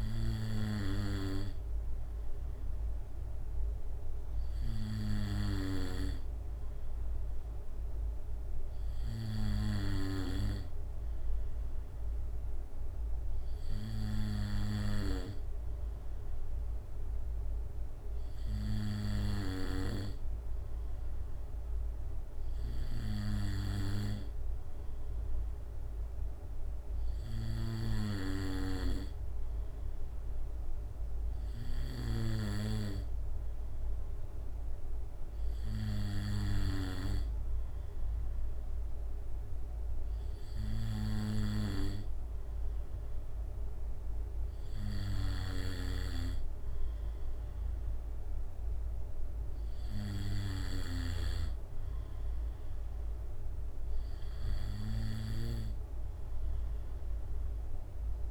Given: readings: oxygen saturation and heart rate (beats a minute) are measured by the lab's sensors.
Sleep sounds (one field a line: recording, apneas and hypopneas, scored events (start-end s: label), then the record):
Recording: breathing in sleep by a room microphone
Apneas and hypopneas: none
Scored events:
none scored
From the record:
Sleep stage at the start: N2 (light sleep)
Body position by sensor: on the back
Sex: male